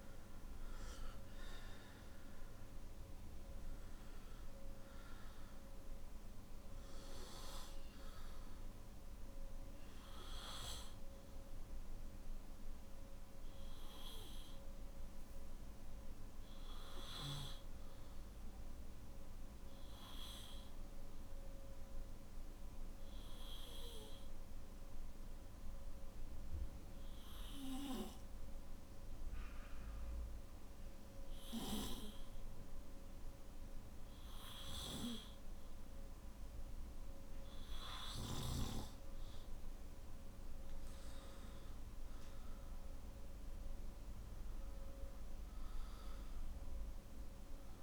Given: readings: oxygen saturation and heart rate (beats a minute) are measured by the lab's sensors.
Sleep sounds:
breathing in sleep by a room microphone; 1
19.50-35.50 s: obstructive apnea (oxygen 97% before, 93% lowest, heart rate 60 before, 51 extreme, up 10 after)
40.50-47.83 s: oxygen desaturation (device-marked, oxygen 97% before, 93% lowest, heart rate 54 before, 51 extreme)
From the record:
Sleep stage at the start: N3 (deep sleep); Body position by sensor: on the back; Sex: male

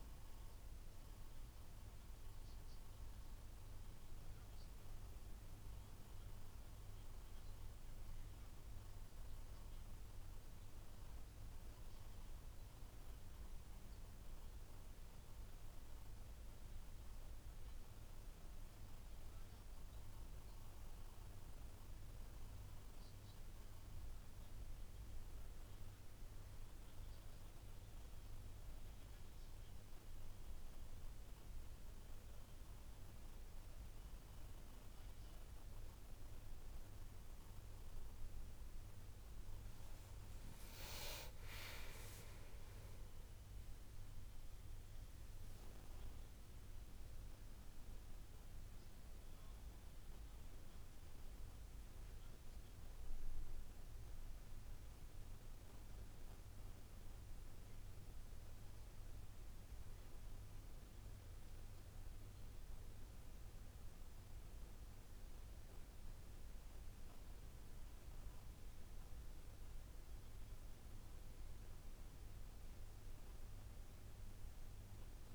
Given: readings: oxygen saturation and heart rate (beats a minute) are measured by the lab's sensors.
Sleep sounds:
breathing in sleep, hard to hear, by a room microphone; none
none scored
From the record:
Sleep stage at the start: N2 (light sleep); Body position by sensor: on the back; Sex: male

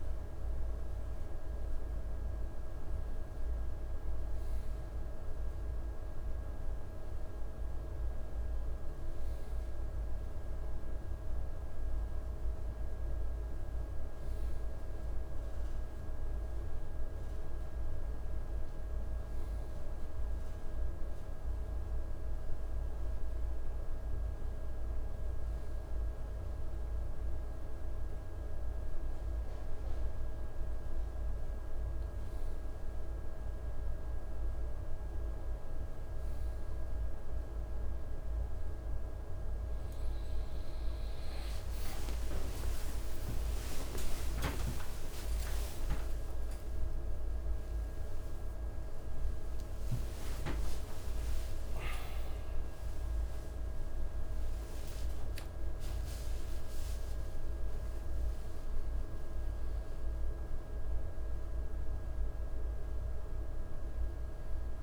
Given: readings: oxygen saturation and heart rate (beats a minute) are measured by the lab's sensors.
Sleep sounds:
breathing in sleep, hard to hear, by a room microphone; none
41.50-54.50 s: tachycardia (device-marked, heart rate 60 before, 159 extreme)
51.50-64.83 s: new sleep stage, awake
From the record:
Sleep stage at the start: N1 (lightest sleep); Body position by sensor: on the right side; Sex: male

